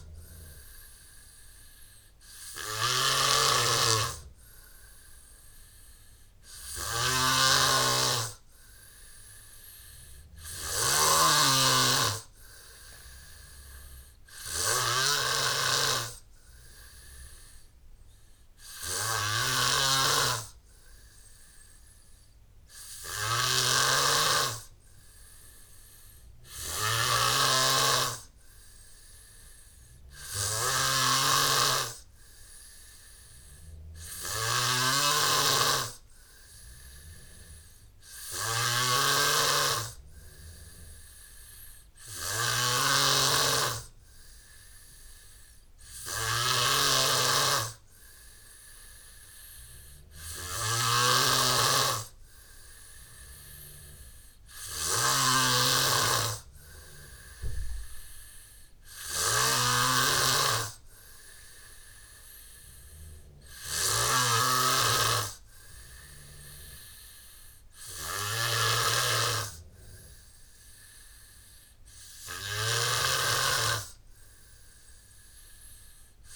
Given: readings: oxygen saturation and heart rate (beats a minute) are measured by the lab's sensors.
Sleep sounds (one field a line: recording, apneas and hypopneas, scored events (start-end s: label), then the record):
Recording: breathing in sleep by a room microphone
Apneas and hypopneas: none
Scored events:
0.00-64.50 s: snoring (device-marked)
From the record:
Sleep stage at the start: N3 (deep sleep)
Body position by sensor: on the back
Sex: male